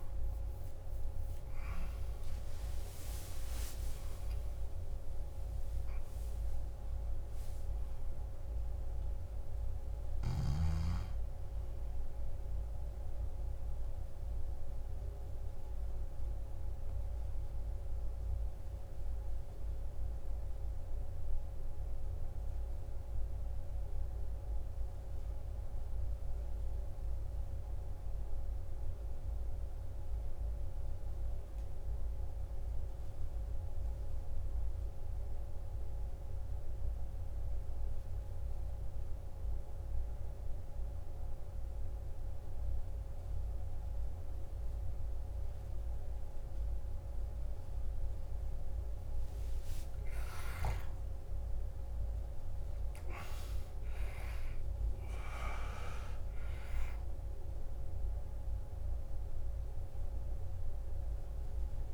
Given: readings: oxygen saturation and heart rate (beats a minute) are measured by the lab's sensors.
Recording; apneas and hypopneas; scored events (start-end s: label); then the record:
breathing in sleep, hard to hear, by a room microphone; 1
0.00-13.50 s: oxygen desaturation (device-marked, oxygen 88% lowest, heart rate 52 extreme)
15.00-48.50 s: obstructive apnea (oxygen 95% before, 88% lowest, heart rate 65 before, 49 extreme, up 18 after)
52.50-61.94 s: new sleep stage, awake
From the record:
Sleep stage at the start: N2 (light sleep); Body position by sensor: on the back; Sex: male